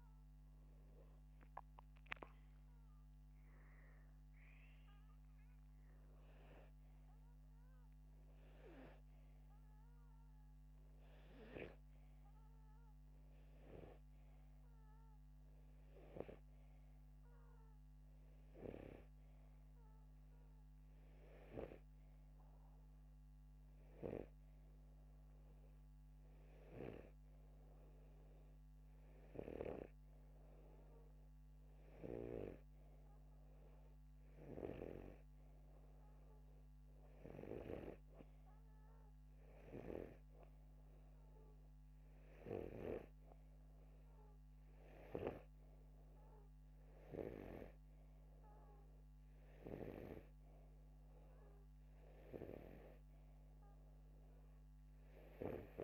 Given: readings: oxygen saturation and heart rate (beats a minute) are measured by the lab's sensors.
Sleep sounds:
breathing in sleep by a microphone on the trachea; none
none scored
From the record:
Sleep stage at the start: N2 (light sleep); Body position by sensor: upright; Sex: male

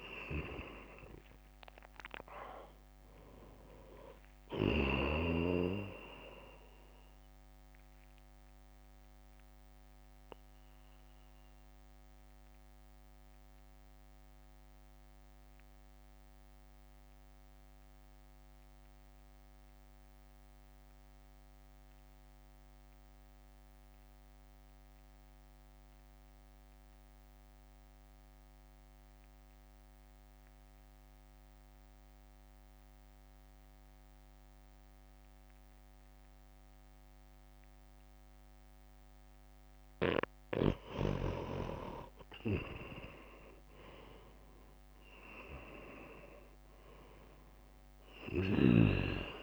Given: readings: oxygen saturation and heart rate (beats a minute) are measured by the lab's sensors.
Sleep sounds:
breathing in sleep by a microphone on the trachea; 1
0.00-4.00 s: arousal
0.00-11.50 s: oxygen desaturation (device-marked, oxygen 91% lowest, heart rate 50 extreme)
0.50-13.50 s: drop in pulse transit time (device-marked, heart rate 61 before, 50 extreme)
8.00-39.50 s: mixed apnea (oxygen 98% before, 88% lowest, heart rate 62 before, 50 extreme, up 4 after)
40.50-49.43 s: oxygen desaturation (device-marked, oxygen 98% before, 91% lowest, heart rate 59 before, 50 extreme)
44.00-48.00 s: arousal
44.50-49.43 s: drop in pulse transit time (device-marked, heart rate 60 before, 50 extreme)
From the record:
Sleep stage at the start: N2 (light sleep); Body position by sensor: on the right side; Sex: male

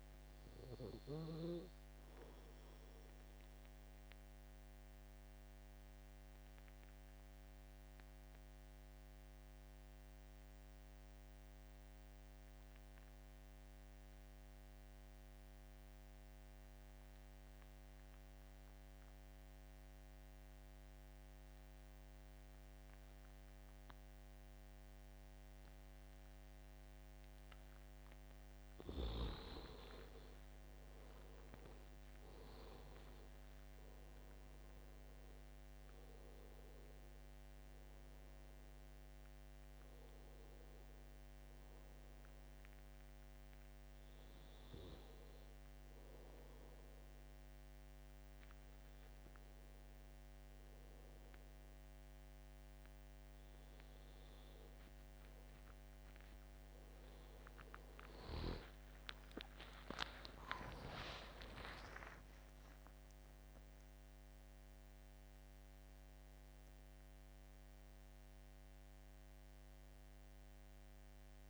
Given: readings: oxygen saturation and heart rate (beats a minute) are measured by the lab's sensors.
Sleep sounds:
breathing in sleep by a microphone on the trachea; 1
0.50-17.50 s: oxygen desaturation (device-marked, oxygen 97% before, 90% lowest, heart rate 81 before, 69 extreme)
2.50-28.00 s: obstructive apnea (oxygen 97% before, 82% lowest, heart rate 82 before, 69 extreme, up 11 after)
23.50-60.50 s: oxygen desaturation (device-marked, oxygen 98% before, 82% lowest, heart rate 73 before, 71 extreme)
29.50-34.00 s: arousal
61.00-64.50 s: arousal
From the record:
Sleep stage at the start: N2 (light sleep); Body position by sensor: on the back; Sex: male

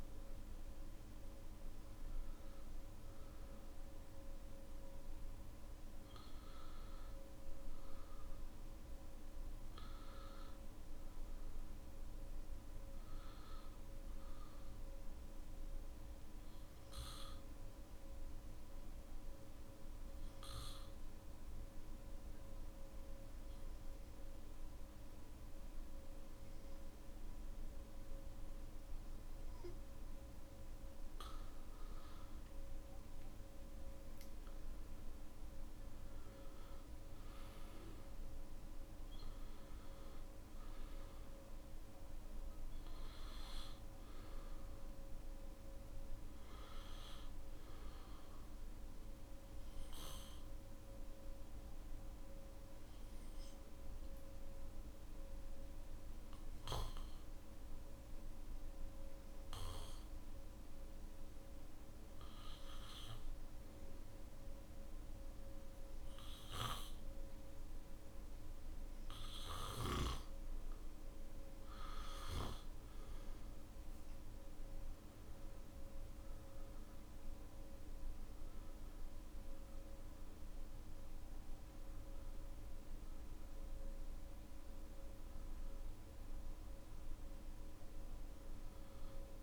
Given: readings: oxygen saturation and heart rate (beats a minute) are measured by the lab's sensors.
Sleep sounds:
breathing in sleep, hard to hear, by a room microphone; 2
0.00-5.00 s: oxygen desaturation (device-marked, oxygen 97% before, 92% lowest, heart rate 56 before, 55 extreme)
15.50-29.50 s: obstructive apnea (oxygen 96% before, 93% lowest, heart rate 58 before, 55 extreme, up 10 after)
35.00-55.00 s: oxygen desaturation (device-marked, oxygen 98% before, 93% lowest, heart rate 60 before, 54 extreme)
51.00-68.00 s: obstructive apnea (oxygen 98% before, 91% lowest, heart rate 59 before, 54 extreme, up 14 after)
75.00-89.43 s: oxygen desaturation (device-marked, oxygen 97% before, 93% lowest, heart rate 58 before, 53 extreme)
From the record:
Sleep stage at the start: N1 (lightest sleep); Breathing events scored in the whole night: 231 in 5.2 hours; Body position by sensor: on the back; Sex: male

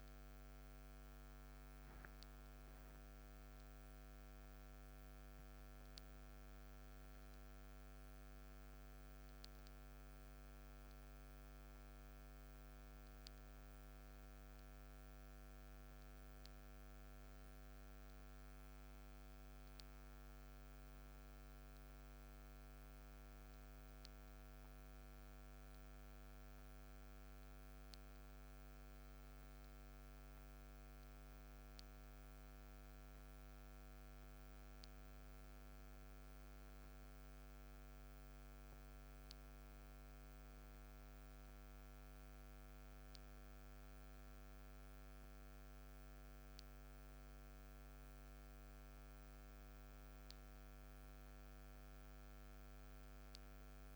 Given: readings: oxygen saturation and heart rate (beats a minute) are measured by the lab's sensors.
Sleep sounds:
a person awake in a sleep study, hard to hear, by a microphone on the trachea; none
none scored
From the record:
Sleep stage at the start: awake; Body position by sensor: on the back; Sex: male

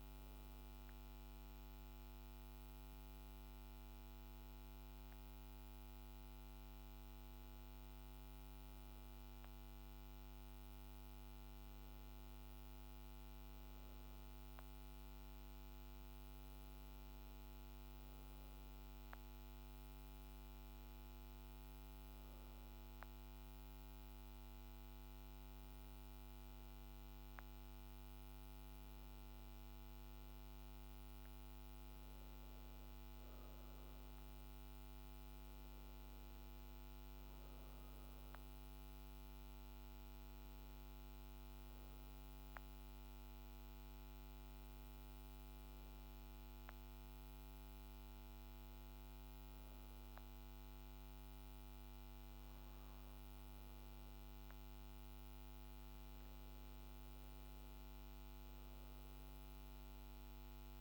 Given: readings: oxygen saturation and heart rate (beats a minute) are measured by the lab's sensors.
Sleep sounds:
breathing in sleep, hard to hear, by a microphone on the trachea; none
none scored
From the record:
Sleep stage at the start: REM sleep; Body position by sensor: on the back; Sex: female

